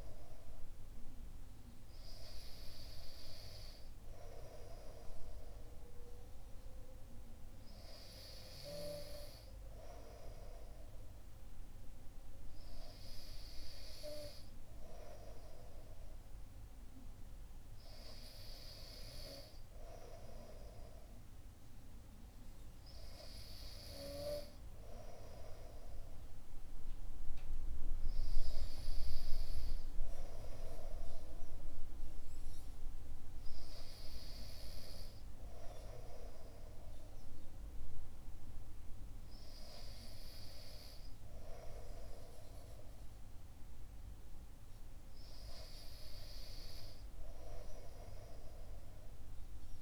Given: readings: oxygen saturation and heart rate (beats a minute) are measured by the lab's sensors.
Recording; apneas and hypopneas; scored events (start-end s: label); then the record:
breathing in sleep by a room microphone; none
none scored
From the record:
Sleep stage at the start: N2 (light sleep); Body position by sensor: on the back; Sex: male